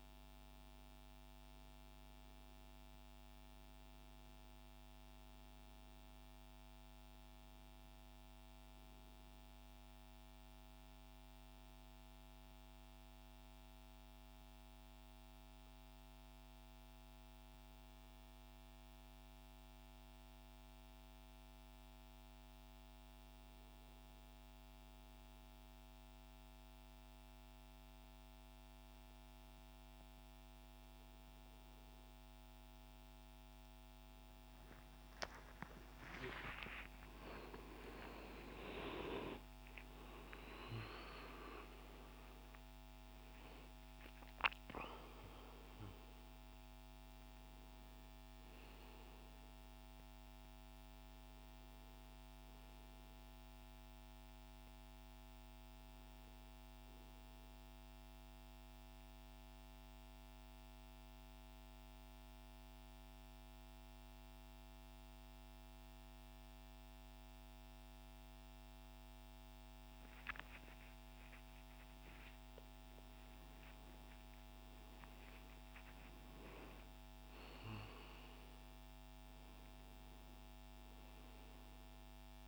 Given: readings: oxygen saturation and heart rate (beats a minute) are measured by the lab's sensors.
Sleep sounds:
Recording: breathing in sleep by a microphone on the trachea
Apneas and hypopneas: 2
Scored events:
12.50-24.00 s: mixed apnea (oxygen 97% before, 93% lowest, heart rate 159 before, 35 extreme)
21.00-81.00 s: new sleep stage, N1 (lightest sleep)
34.50-40.00 s: arousal
58.50-70.00 s: central apnea (oxygen 97% before, 93% lowest, heart rate 64 before, 61 extreme)
71.50-76.00 s: arousal
81.00-82.48 s: new sleep stage, N2 (light sleep)
From the record:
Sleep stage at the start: N2 (light sleep)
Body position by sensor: on the right side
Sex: male

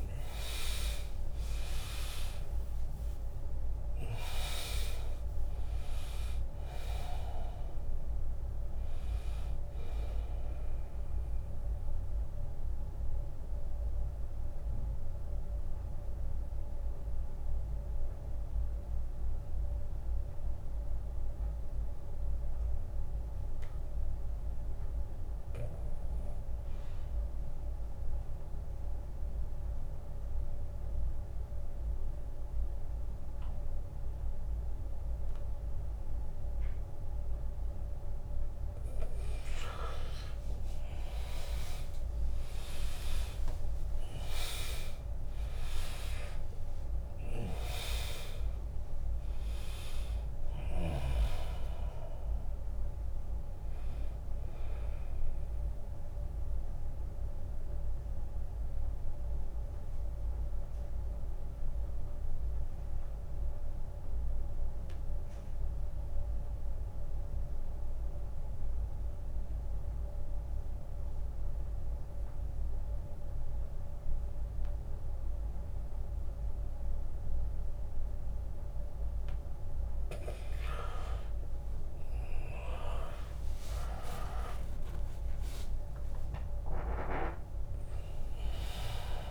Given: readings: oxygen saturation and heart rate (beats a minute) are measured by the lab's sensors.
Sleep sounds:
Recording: breathing in sleep by a room microphone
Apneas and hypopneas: 2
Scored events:
0.00-1.50 s: arousal
0.00-12.50 s: drop in pulse transit time (device-marked, heart rate 70 extreme)
0.00-24.50 s: oxygen desaturation (device-marked, oxygen 83% lowest, heart rate 70 extreme)
4.50-6.50 s: long interval between heartbeats (device-marked, heart rate 75 before, 81 extreme)
12.00-38.00 s: mixed apnea (oxygen 100% before, 83% lowest, heart rate 76 before, 70 extreme, up 11 after)
14.50-16.50 s: long interval between heartbeats (device-marked, heart rate 78 before, 80 extreme)
29.50-31.50 s: long interval between heartbeats (device-marked, heart rate 79 before, 72 extreme)
40.50-45.50 s: arousal
41.50-66.50 s: oxygen desaturation (device-marked, oxygen 100% before, 86% lowest, heart rate 78 before, 67 extreme)
42.50-54.50 s: drop in pulse transit time (device-marked, heart rate 78 before, 77 extreme)
55.50-77.50 s: mixed apnea (oxygen 100% before, 86% lowest, heart rate 79 before, 67 extreme, up 17 after)
80.50-85.00 s: arousal
81.50-89.31 s: drop in pulse transit time (device-marked, heart rate 75 before, 77 extreme)
82.50-89.31 s: oxygen desaturation (device-marked, oxygen 100% before, 87% lowest, heart rate 75 before, 70 extreme)
From the record:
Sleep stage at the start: N2 (light sleep)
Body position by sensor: on the back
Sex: male

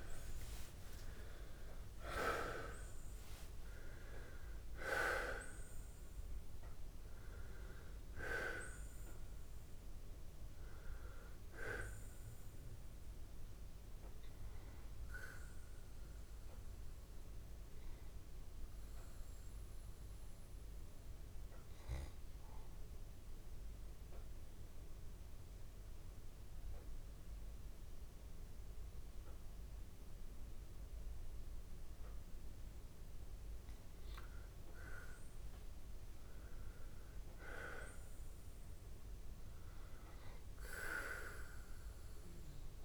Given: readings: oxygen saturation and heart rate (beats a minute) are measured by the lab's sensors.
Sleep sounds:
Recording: breathing in sleep by a room microphone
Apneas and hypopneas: 1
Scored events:
0.00-1.50 s: arousal
0.00-23.50 s: oxygen desaturation (device-marked, oxygen 83% lowest, heart rate 39 extreme)
13.50-33.00 s: obstructive apnea (oxygen 98% before, 82% lowest, heart rate 87 before, 39 extreme, up 0 after)
34.50-38.00 s: arousal
From the record:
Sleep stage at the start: N2 (light sleep)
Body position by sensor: on the back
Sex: male

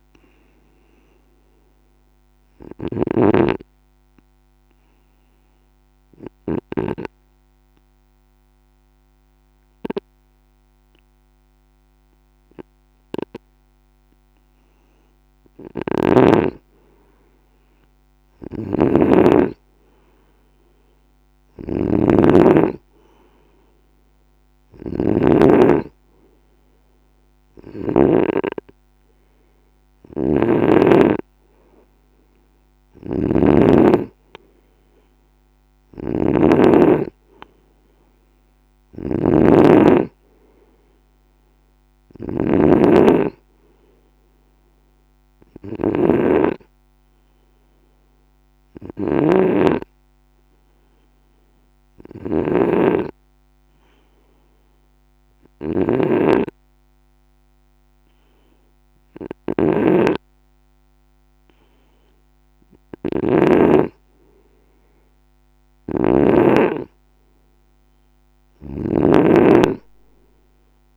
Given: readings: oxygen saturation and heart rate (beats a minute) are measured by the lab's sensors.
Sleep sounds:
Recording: breathing in sleep by a microphone on the trachea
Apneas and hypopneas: 2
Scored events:
0.00-7.00 s: snoring (device-marked)
4.00-15.00 s: obstructive apnea (oxygen 97% before, 92% lowest, heart rate 54 before, 55 extreme, up 3 after)
15.50-28.00 s: snoring (device-marked)
18.00-21.50 s: arousal
30.00-63.50 s: snoring (device-marked)
36.00-55.00 s: oxygen desaturation (device-marked, oxygen 95% before, 92% lowest, heart rate 58 before, 55 extreme)
43.00-46.00 s: arousal
49.50-61.00 s: hypopnea (oxygen 95% before, 91% lowest, heart rate 59 before, 55 extreme, up 4 after)
62.00-66.00 s: arousal
65.50-70.97 s: snoring (device-marked)
From the record:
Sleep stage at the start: N2 (light sleep)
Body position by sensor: on the right side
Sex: male

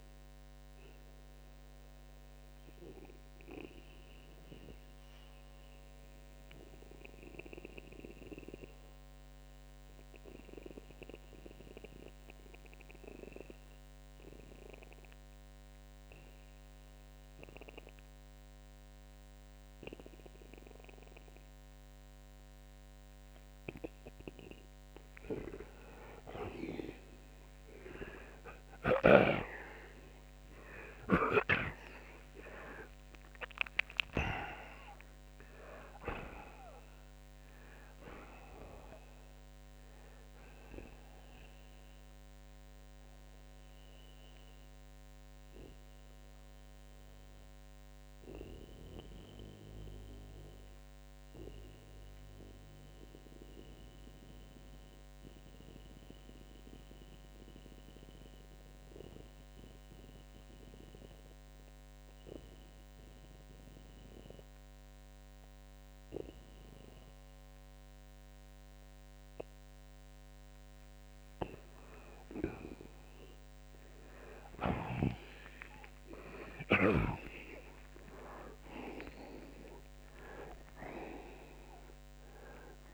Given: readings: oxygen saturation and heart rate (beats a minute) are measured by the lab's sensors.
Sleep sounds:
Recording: breathing in sleep by a microphone on the trachea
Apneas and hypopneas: 2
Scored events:
0.00-24.00 s: oxygen desaturation (device-marked, oxygen 96% before, 88% lowest)
1.00-23.50 s: mixed apnea (oxygen 97% before, 83% lowest)
28.50-33.50 s: arousal
44.50-70.50 s: mixed apnea (oxygen 93% before, 83% lowest)
58.00-72.00 s: oxygen desaturation (device-marked, oxygen 92% before, 83% lowest)
76.00-81.50 s: arousal
From the record:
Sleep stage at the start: N2 (light sleep)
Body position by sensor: on the back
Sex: male

